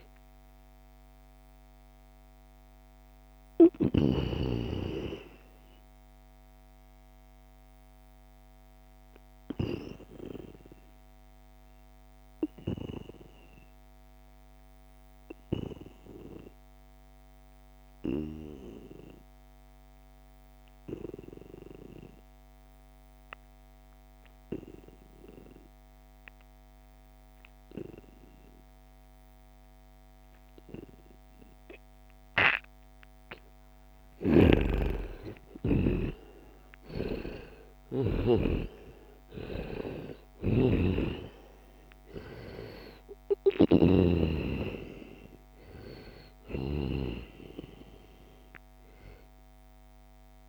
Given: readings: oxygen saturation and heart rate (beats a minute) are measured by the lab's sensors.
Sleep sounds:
breathing in sleep by a microphone on the trachea; 1
5.50-32.50 s: obstructive apnea (oxygen 96% before, 88% lowest, heart rate 80 before, 68 extreme, up 4 after)
23.00-50.49 s: oxygen desaturation (device-marked, oxygen 95% before, 88% lowest, heart rate 80 before, 68 extreme)
33.50-38.00 s: snoring (device-marked)
34.00-38.50 s: arousal
40.00-46.50 s: snoring (device-marked)
From the record:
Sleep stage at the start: N2 (light sleep); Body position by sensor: on the right side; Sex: male

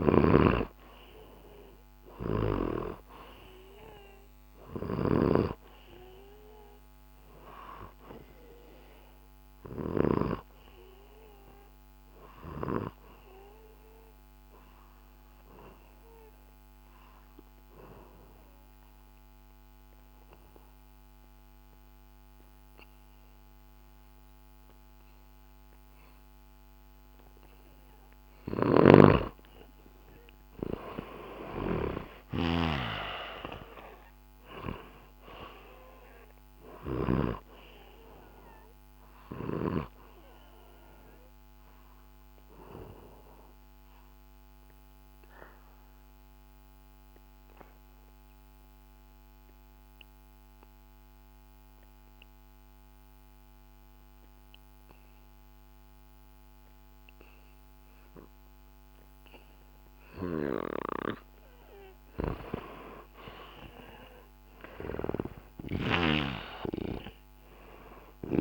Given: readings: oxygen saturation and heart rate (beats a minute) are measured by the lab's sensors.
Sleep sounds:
breathing in sleep by a microphone on the trachea; 2
0.00-1.50 s: arousal
4.00-20.00 s: oxygen desaturation (device-marked, oxygen 98% before, 93% lowest, heart rate 67 before, 65 extreme)
10.50-28.50 s: obstructive apnea (oxygen 98% before, 90% lowest, heart rate 66 before, 65 extreme, up 2 after)
30.50-34.50 s: arousal
31.00-37.00 s: snoring (device-marked)
34.00-63.00 s: oxygen desaturation (device-marked, oxygen 95% before, 90% lowest, heart rate 66 before, 64 extreme)
39.50-61.00 s: obstructive apnea (oxygen 95% before, 90% lowest, heart rate 67 before, 64 extreme, up 1 after)
64.00-67.50 s: arousal
65.50-68.41 s: snoring (device-marked)
From the record:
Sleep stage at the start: N2 (light sleep); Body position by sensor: on the back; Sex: male

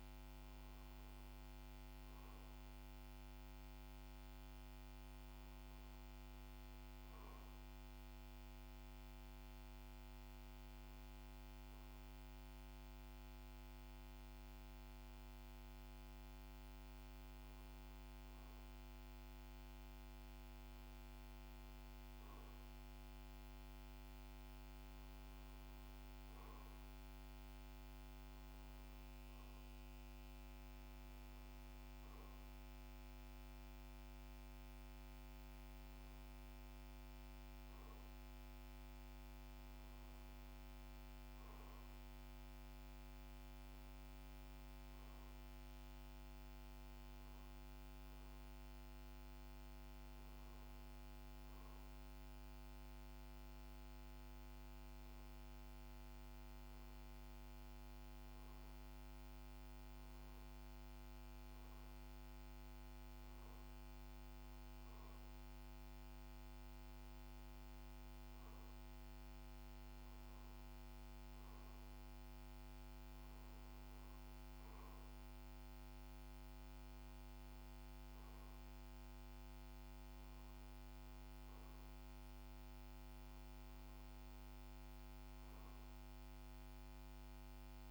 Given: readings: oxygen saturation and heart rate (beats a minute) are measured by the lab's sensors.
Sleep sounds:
breathing in sleep, hard to hear, by a microphone on the trachea; none
none scored
From the record:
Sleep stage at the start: REM sleep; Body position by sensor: on the back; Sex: male

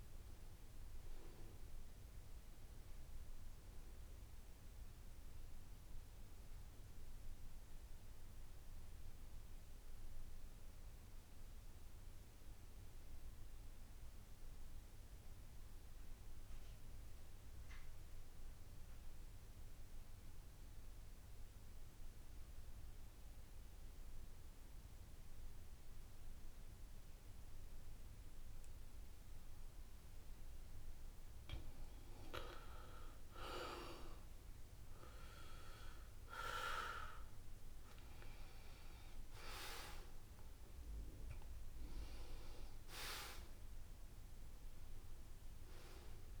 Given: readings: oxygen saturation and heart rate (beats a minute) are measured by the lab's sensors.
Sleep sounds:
breathing in sleep by a room microphone; 1
0.00-3.50 s: arousal
6.00-31.00 s: mixed apnea (oxygen 97% before, 84% lowest, heart rate 72 before, 67 extreme, up 3 after)
21.50-46.40 s: oxygen desaturation (device-marked, oxygen 95% before, 84% lowest, heart rate 70 before, 67 extreme)
33.00-36.50 s: arousal
From the record:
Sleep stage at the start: N2 (light sleep); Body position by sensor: on the back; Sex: male

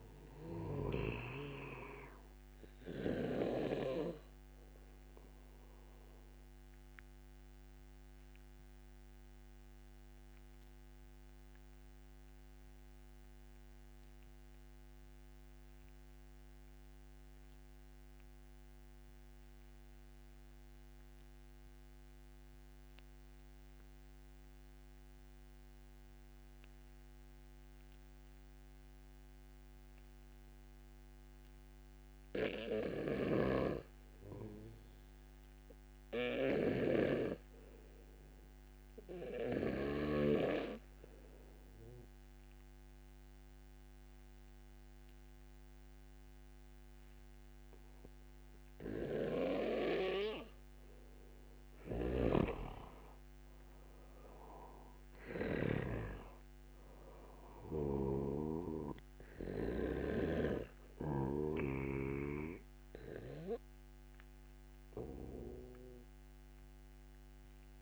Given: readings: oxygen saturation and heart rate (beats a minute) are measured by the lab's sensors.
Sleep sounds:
breathing in sleep by a microphone on the trachea; 1
0.00-16.50 s: oxygen desaturation (device-marked, oxygen 88% lowest, heart rate 45 extreme)
6.50-50.00 s: obstructive apnea (oxygen 97% before, 88% lowest, heart rate 58 before, 47 extreme, up 26 after)
30.50-56.50 s: oxygen desaturation (device-marked, oxygen 97% before, 90% lowest, heart rate 72 before, 47 extreme)
52.00-56.00 s: snoring (device-marked)
53.00-57.50 s: arousal
58.00-61.50 s: snoring (device-marked)
From the record:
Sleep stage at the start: REM sleep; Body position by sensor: on the back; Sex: male

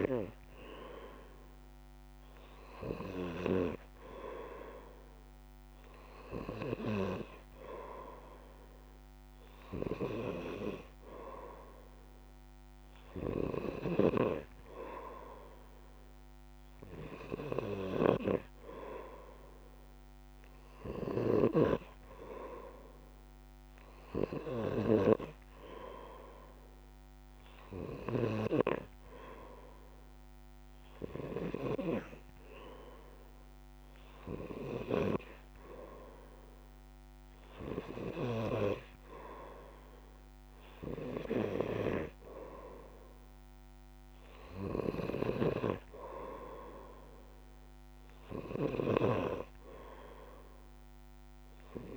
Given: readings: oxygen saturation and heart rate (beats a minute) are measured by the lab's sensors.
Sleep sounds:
breathing in sleep by a microphone on the trachea; none
none scored
From the record:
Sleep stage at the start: N2 (light sleep); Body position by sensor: on the back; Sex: male

